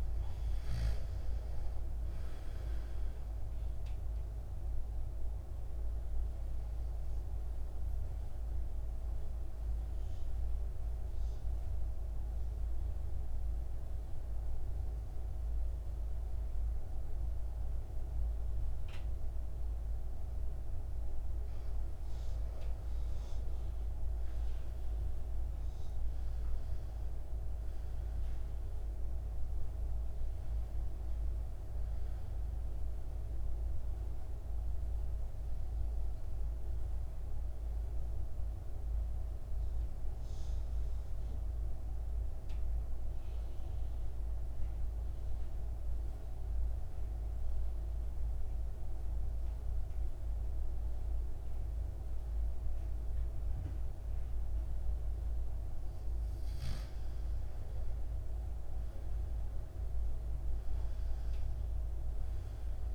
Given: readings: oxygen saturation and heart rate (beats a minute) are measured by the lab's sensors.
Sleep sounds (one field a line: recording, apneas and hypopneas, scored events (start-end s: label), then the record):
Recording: breathing in sleep, hard to hear, by a room microphone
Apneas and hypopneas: 2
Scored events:
0.50-22.50 s: oxygen desaturation (device-marked, oxygen 98% before, 91% lowest, heart rate 57 before, 53 extreme)
7.00-17.50 s: central apnea (oxygen 98% before, 91% lowest, heart rate 57 before, 53 extreme, up 6 after)
22.50-27.00 s: arousal
33.50-52.50 s: oxygen desaturation (device-marked, oxygen 98% before, 92% lowest, heart rate 59 before, 52 extreme)
36.00-57.00 s: obstructive apnea (oxygen 98% before, 89% lowest, heart rate 60 before, 52 extreme, up 12 after)
59.00-62.95 s: arousal
From the record:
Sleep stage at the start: N2 (light sleep)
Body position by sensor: on the back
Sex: male